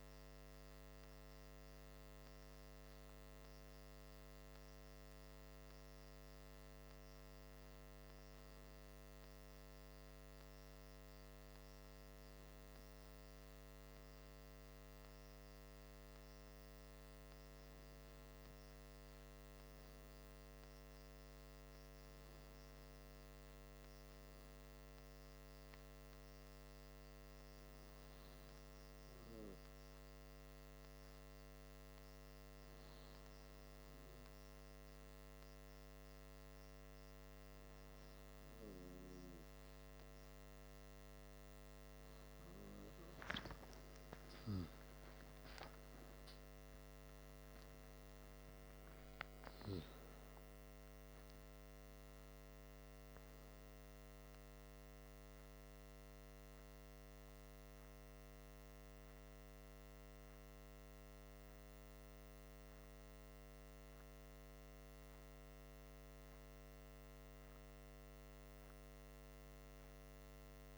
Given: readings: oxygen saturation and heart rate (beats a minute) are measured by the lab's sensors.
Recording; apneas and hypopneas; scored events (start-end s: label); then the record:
breathing in sleep, hard to hear, by a microphone on the trachea; none
44.50-48.00 s: arousal
From the record:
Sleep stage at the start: N2 (light sleep); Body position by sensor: on the back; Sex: male